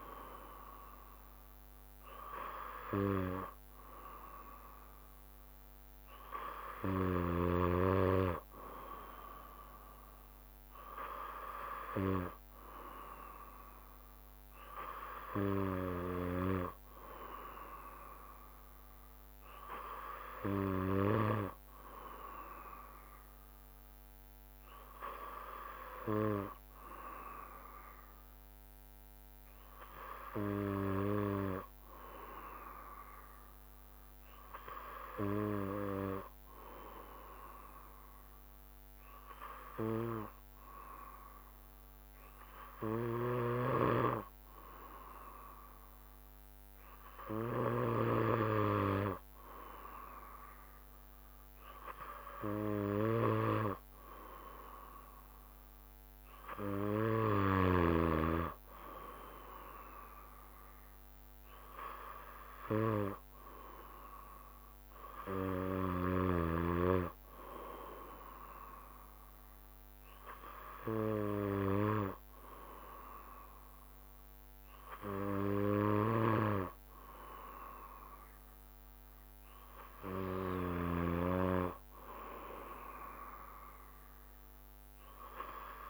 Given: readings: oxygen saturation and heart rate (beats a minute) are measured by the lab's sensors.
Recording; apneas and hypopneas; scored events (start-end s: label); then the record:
breathing in sleep by a microphone on the trachea; none
43.50-48.50 s: snoring (device-marked)
From the record:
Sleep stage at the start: N2 (light sleep); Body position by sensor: on the back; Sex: male